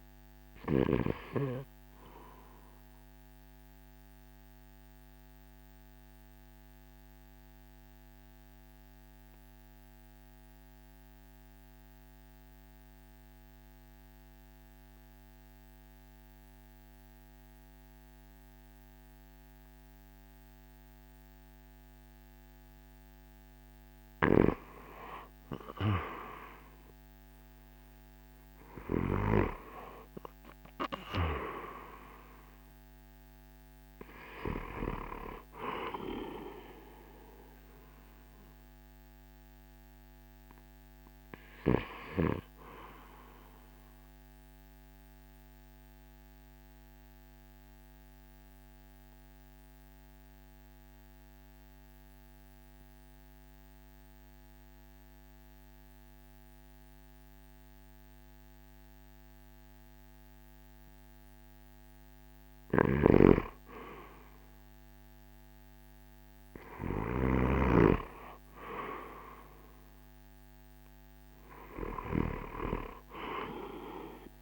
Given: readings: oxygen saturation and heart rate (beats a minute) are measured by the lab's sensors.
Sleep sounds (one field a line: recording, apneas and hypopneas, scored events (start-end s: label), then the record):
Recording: breathing in sleep by a microphone on the trachea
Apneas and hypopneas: 2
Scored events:
0.00-2.00 s: drop in pulse transit time (device-marked, heart rate 57 extreme)
0.00-17.00 s: oxygen desaturation (device-marked, oxygen 80% lowest, heart rate 52 extreme)
2.00-23.00 s: obstructive apnea (oxygen 96% before, 80% lowest, heart rate 64 before, 52 extreme, up 7 after)
25.50-30.50 s: arousal
30.00-57.00 s: oxygen desaturation (device-marked, oxygen 97% before, 83% lowest, heart rate 54 before, 52 extreme)
43.00-62.50 s: obstructive apnea (oxygen 98% before, 83% lowest, heart rate 58 before, 52 extreme, up 8 after)
62.50-67.50 s: snoring (device-marked)
64.00-68.00 s: arousal
From the record:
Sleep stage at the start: REM sleep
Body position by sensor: on the right side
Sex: male